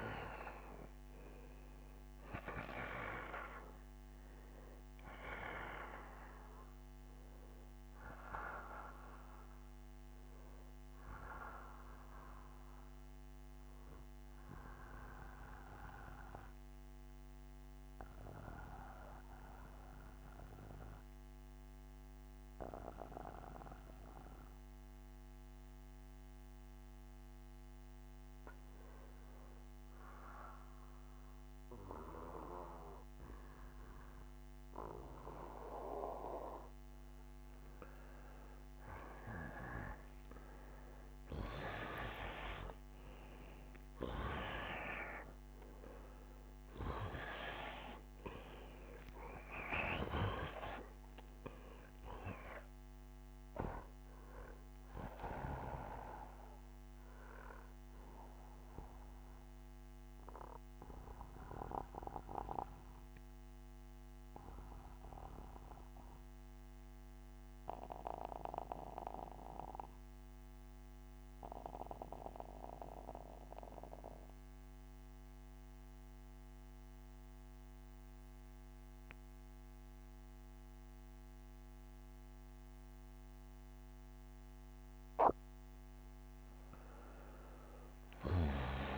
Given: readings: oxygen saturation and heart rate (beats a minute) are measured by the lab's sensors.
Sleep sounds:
breathing in sleep by a microphone on the trachea; 2
0.00-12.00 s: oxygen desaturation (device-marked, oxygen 84% lowest, heart rate 64 extreme)
12.50-26.00 s: obstructive apnea (oxygen 92% before, 89% lowest, heart rate 80 before, 58 extreme, up 4 after)
35.00-63.00 s: oxygen desaturation (device-marked, oxygen 97% before, 89% lowest, heart rate 67 before, 64 extreme)
38.50-43.50 s: arousal
59.00-83.50 s: obstructive apnea (oxygen 96% before, 84% lowest, heart rate 83 before, 64 extreme, up 46 after)
85.00-88.98 s: oxygen desaturation (device-marked, oxygen 96% before, 84% lowest, heart rate 66 before, 55 extreme)
From the record:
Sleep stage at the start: N2 (light sleep); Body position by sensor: on the back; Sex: male

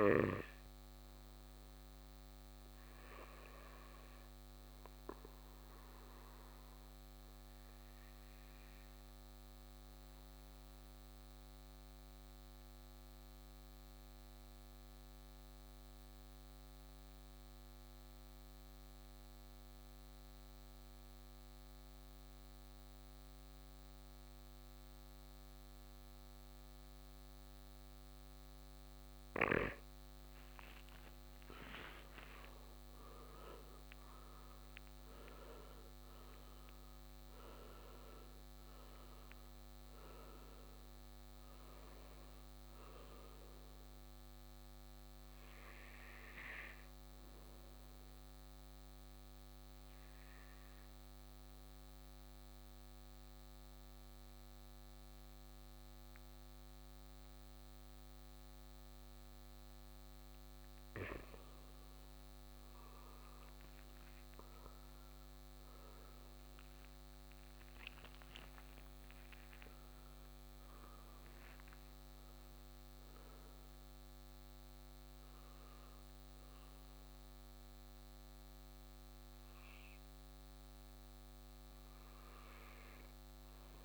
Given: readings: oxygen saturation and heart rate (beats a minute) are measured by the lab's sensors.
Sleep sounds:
breathing in sleep, hard to hear, by a microphone on the trachea; 2
7.00-29.00 s: obstructive apnea (oxygen 98% before, 91% lowest, heart rate 62 before, 58 extreme, up 9 after)
27.00-56.00 s: oxygen desaturation (device-marked, oxygen 97% before, 91% lowest, heart rate 61 before, 58 extreme)
30.50-35.00 s: arousal
48.50-60.50 s: obstructive apnea (oxygen 97% before, 91% lowest, heart rate 65 before, 58 extreme, up 19 after)
65.00-69.00 s: arousal
66.00-72.00 s: tachycardia (device-marked, heart rate 64 before, 112 extreme)
From the record:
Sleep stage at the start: N2 (light sleep); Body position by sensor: on the right side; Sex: male

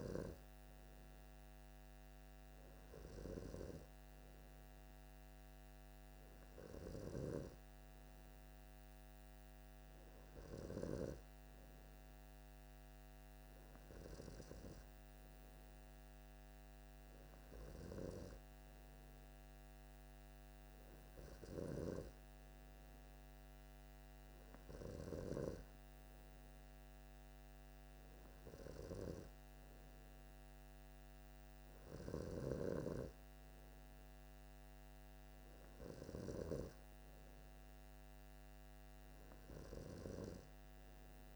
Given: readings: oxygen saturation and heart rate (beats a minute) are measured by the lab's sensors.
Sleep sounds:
breathing in sleep by a microphone on the trachea; none
none scored
From the record:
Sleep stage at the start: N3 (deep sleep); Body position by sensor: on the left side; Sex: male

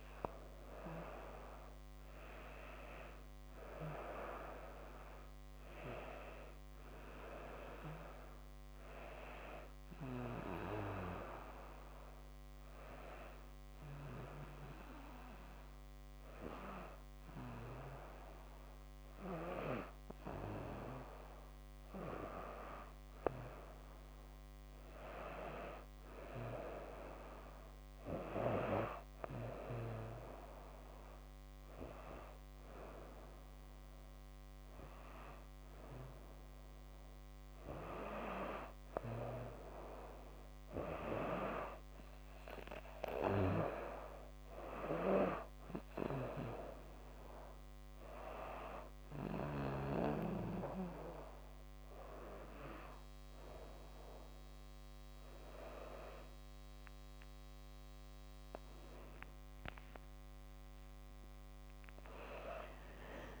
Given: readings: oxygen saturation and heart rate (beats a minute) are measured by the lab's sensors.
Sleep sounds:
breathing in sleep by a microphone on the trachea; 1
7.00-10.50 s: arousal
10.50-63.40 s: new sleep stage, N2 (light sleep)
12.00-24.00 s: hypopnea (oxygen 98% before, 95% lowest, heart rate 81 before, 77 extreme, up 4 after)
25.00-29.50 s: arousal
61.00-63.40 s: arousal
From the record:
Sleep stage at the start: N1 (lightest sleep); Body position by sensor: on the back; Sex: female

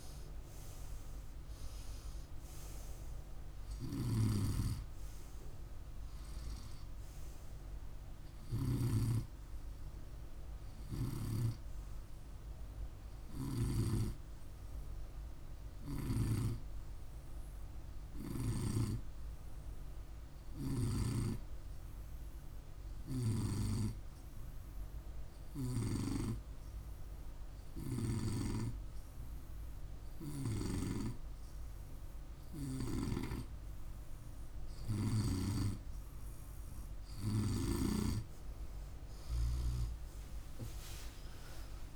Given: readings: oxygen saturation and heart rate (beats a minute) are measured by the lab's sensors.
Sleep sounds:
breathing in sleep by a room microphone; 1
0.00-2.00 s: arousal
3.50-8.50 s: snoring (device-marked)
15.50-35.50 s: hypopnea (oxygen 98% before, 91% lowest, heart rate 52 before, 50 extreme, up 2 after)
32.00-37.00 s: snoring (device-marked)
40.00-41.96 s: arousal
From the record:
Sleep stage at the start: N2 (light sleep); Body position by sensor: on the right side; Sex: male

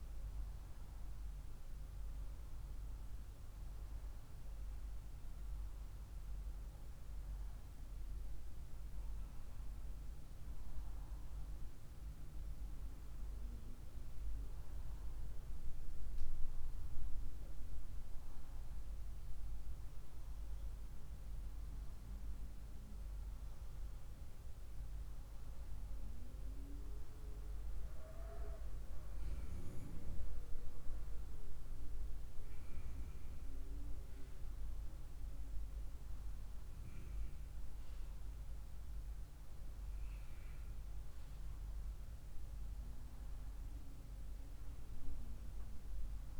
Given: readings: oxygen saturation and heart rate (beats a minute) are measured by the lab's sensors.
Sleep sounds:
breathing in sleep, hard to hear, by a room microphone; none
none scored
From the record:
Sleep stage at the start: N1 (lightest sleep); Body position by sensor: on the right side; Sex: female

